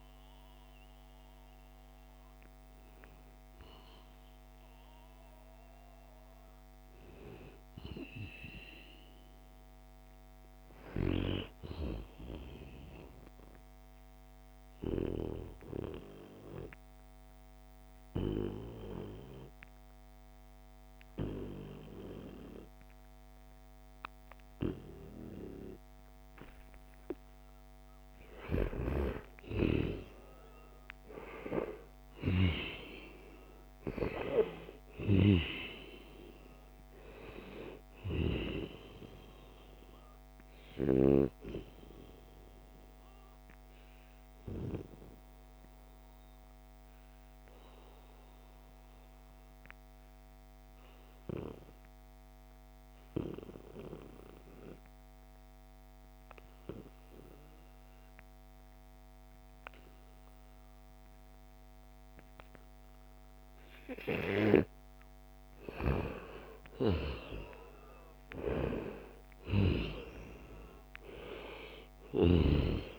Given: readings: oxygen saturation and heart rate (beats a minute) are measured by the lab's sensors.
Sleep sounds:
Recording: breathing in sleep by a microphone on the trachea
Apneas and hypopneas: 2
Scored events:
0.00-8.00 s: oxygen desaturation (device-marked, oxygen 91% lowest, heart rate 75 extreme)
13.00-27.50 s: obstructive apnea (oxygen 97% before, 91% lowest, heart rate 80 before, 75 extreme, up 19 after)
26.00-28.00 s: long interval between heartbeats (device-marked, heart rate 76 before, 89 extreme)
27.00-54.00 s: oxygen desaturation (device-marked, oxygen 96% before, 92% lowest, heart rate 77 before, 72 extreme)
28.50-32.00 s: arousal
42.00-64.00 s: obstructive apnea (oxygen 97% before, 91% lowest, heart rate 83 before, 72 extreme, up 2 after)
65.50-69.00 s: arousal
69.00-72.99 s: oxygen desaturation (device-marked, oxygen 96% before, 91% lowest, heart rate 74 before, 70 extreme)
From the record:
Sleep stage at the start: N2 (light sleep)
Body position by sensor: on the back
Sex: male

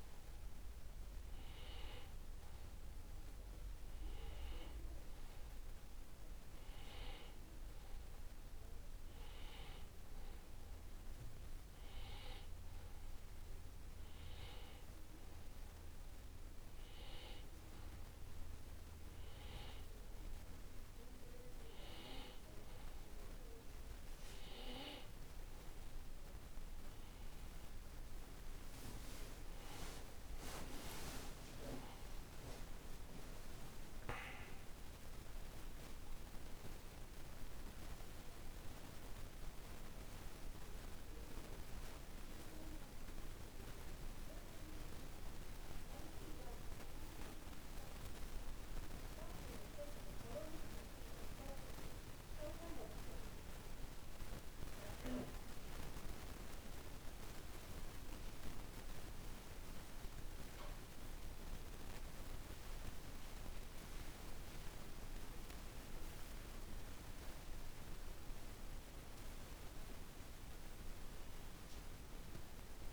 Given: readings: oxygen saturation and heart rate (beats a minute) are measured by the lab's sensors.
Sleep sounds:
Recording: breathing in sleep by a room microphone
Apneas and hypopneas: 2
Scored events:
5.50-10.00 s: arousal
14.00-25.50 s: hypopnea (oxygen 95% before, 92% lowest, heart rate 65 before, 63 extreme, up 5 after)
30.00-34.50 s: arousal
38.50-48.50 s: oxygen desaturation (device-marked, oxygen 95% before, 92% lowest, heart rate 72 before, 56 extreme)
45.00-55.50 s: hypopnea (oxygen 95% before, 93% lowest, heart rate 73 before, 56 extreme, up 1 after)
58.50-62.50 s: arousal
From the record:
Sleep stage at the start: N2 (light sleep)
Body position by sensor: on the back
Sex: male

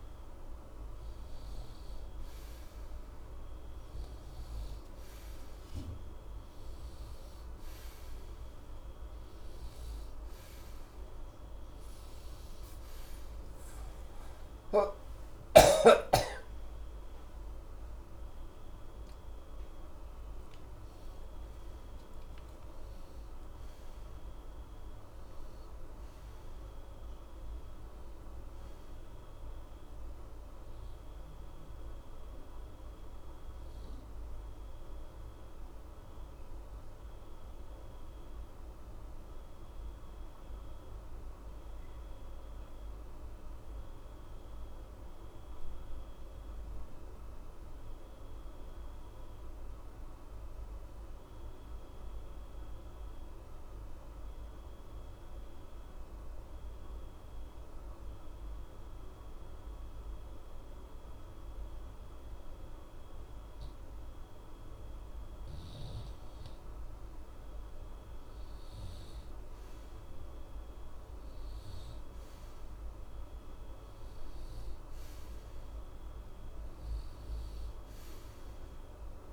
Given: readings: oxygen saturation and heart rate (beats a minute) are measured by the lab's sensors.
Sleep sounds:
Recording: breathing in sleep, hard to hear, by a room microphone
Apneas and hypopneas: 1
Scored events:
9.50-28.50 s: oxygen desaturation (device-marked, oxygen 93% before, 89% lowest, heart rate 60 before, 60 extreme)
33.50-64.50 s: obstructive apnea (oxygen 93% before, 88% lowest, heart rate 60 before, 60 extreme, up 0 after)
67.00-70.50 s: arousal
68.50-79.33 s: oxygen desaturation (device-marked, oxygen 97% before, 89% lowest, heart rate 60 before, 60 extreme)
From the record:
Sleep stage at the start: N2 (light sleep)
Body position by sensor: on the right side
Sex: male

